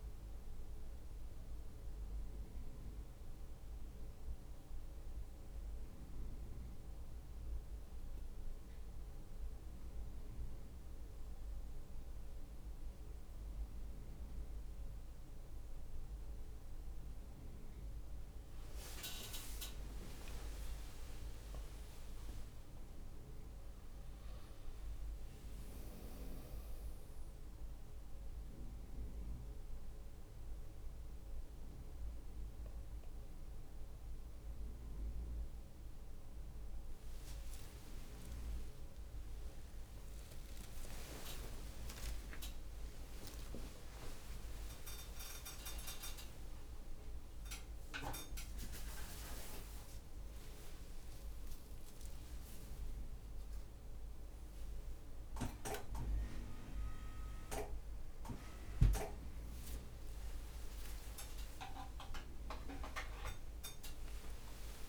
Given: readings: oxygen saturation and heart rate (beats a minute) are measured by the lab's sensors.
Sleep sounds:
a person awake in a sleep study, by a room microphone; none
none scored
From the record:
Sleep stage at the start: awake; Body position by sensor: on the right side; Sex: male

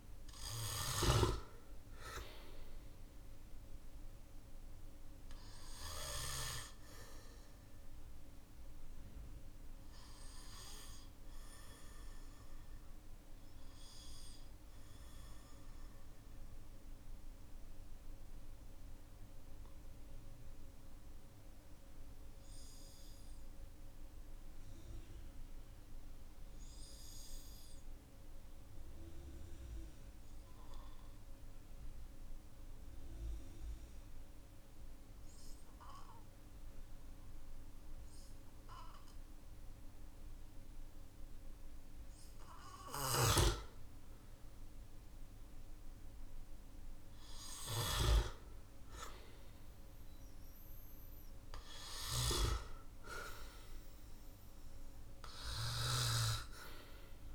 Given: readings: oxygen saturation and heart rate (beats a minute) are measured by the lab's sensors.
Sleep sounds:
breathing in sleep by a room microphone; 1
1.50-26.50 s: oxygen desaturation (device-marked, oxygen 96% before, 93% lowest, heart rate 53 before, 44 extreme)
5.00-43.00 s: obstructive apnea (oxygen 98% before, 93% lowest, heart rate 52 before, 44 extreme, up 9 after)
44.00-50.50 s: arousal
48.50-57.35 s: oxygen desaturation (device-marked, oxygen 98% before, 93% lowest, heart rate 54 before, 43 extreme)
51.50-57.35 s: snoring (device-marked)
From the record:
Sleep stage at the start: N2 (light sleep); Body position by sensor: on the back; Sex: male

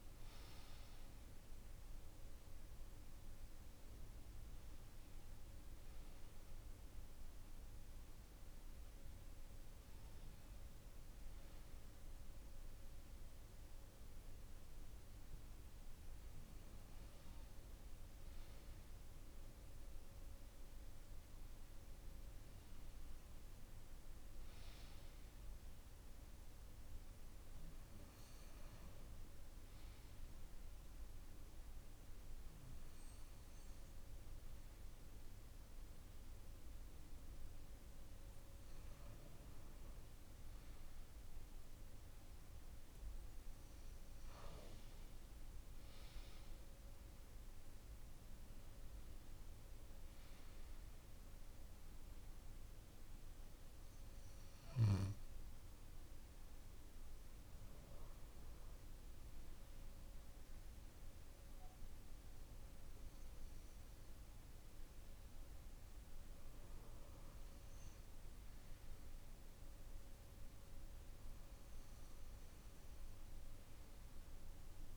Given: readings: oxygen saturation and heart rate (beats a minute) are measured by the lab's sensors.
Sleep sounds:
a person partly awake in a sleep study, hard to hear, by a room microphone; 1
2.00-14.00 s: oxygen desaturation (device-marked, oxygen 97% before, 91% lowest, heart rate 80 before, 78 extreme)
4.00-74.97 s: new sleep stage, N2 (light sleep)
29.00-40.00 s: hypopnea (oxygen 97% before, 91% lowest)
41.50-46.50 s: arousal
49.00-63.00 s: oxygen desaturation (device-marked, oxygen 94% before, 91% lowest)
From the record:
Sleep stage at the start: awake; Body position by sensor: on the left side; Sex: male

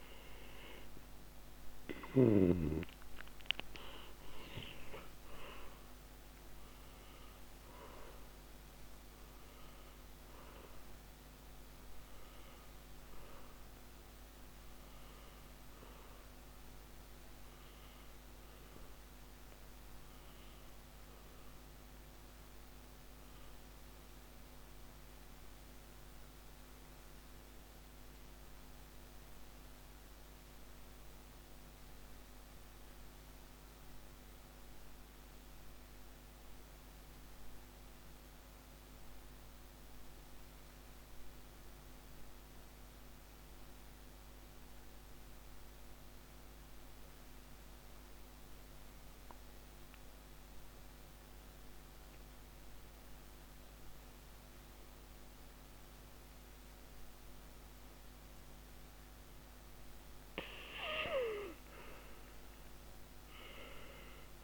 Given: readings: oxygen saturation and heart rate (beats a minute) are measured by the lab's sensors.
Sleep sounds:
breathing in sleep by a microphone on the trachea; 1
0.00-28.00 s: oxygen desaturation (device-marked, oxygen 89% lowest, heart rate 39 extreme)
18.50-60.00 s: mixed apnea (oxygen 97% before, 89% lowest, heart rate 129 before, 37 extreme)
61.50-64.43 s: arousal
From the record:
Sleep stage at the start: N2 (light sleep); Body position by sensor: on the back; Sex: male

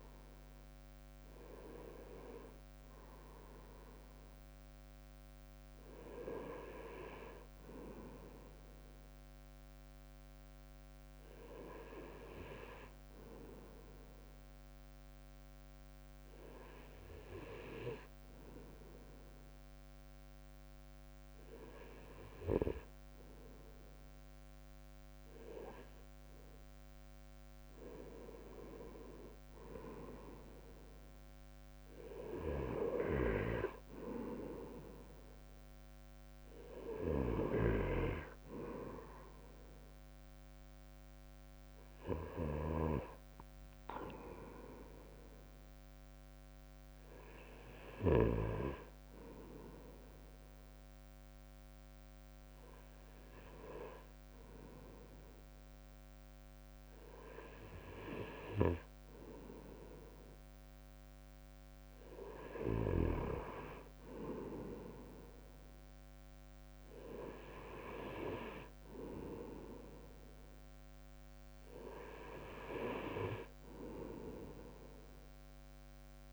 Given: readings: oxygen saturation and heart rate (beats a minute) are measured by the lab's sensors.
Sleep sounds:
breathing in sleep by a microphone on the trachea; 1
0.00-3.00 s: arousal
12.00-25.50 s: hypopnea (oxygen 97% before, 95% lowest, heart rate 61 before, 60 extreme, up 3 after)
28.50-33.00 s: arousal
44.00-55.00 s: drop in pulse transit time (device-marked, heart rate 62 before, 61 extreme)
From the record:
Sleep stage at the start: N2 (light sleep); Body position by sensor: on the right side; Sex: male

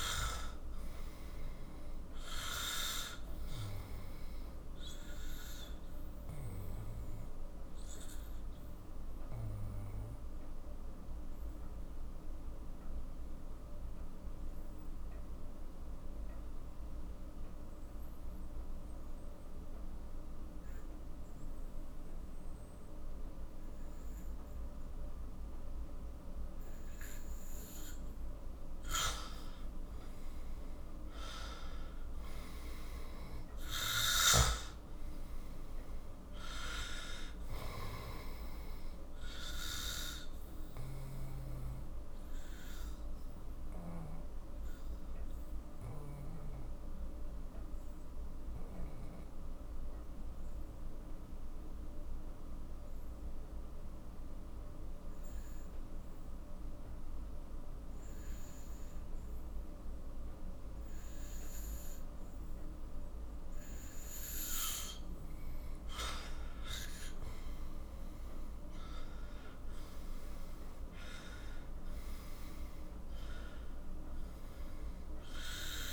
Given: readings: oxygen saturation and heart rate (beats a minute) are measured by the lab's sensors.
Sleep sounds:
breathing in sleep by a room microphone; 2
0.00-6.00 s: oxygen desaturation (device-marked, oxygen 92% lowest, heart rate 41 extreme)
5.50-28.50 s: obstructive apnea (oxygen 97% before, 91% lowest, heart rate 55 before, 41 extreme, up 12 after)
30.00-33.50 s: arousal
34.00-54.00 s: oxygen desaturation (device-marked, oxygen 97% before, 92% lowest, heart rate 49 before, 44 extreme)
40.00-64.00 s: obstructive apnea (oxygen 97% before, 91% lowest, heart rate 54 before, 40 extreme, up 15 after)
67.00-71.50 s: arousal
67.00-75.92 s: oxygen desaturation (device-marked, oxygen 97% before, 92% lowest, heart rate 47 before, 40 extreme)
From the record:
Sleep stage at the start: N2 (light sleep); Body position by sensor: on the back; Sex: male

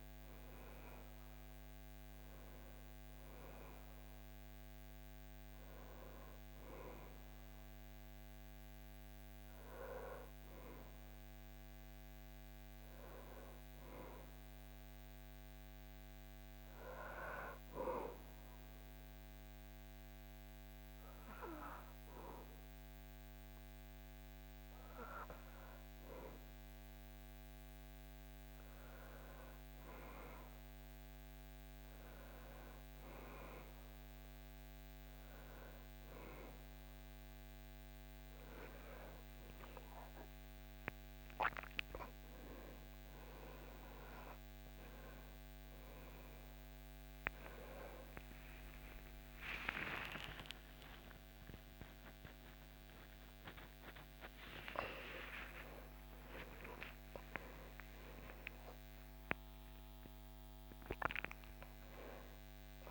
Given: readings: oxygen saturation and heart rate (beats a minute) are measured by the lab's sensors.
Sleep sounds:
breathing in sleep by a microphone on the trachea; 1
15.50-26.50 s: hypopnea (oxygen 98% before, 95% lowest, heart rate 72 before, 63 extreme, up 10 after)
49.00-62.91 s: new sleep stage, awake
From the record:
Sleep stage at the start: N1 (lightest sleep); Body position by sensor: on the back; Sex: male

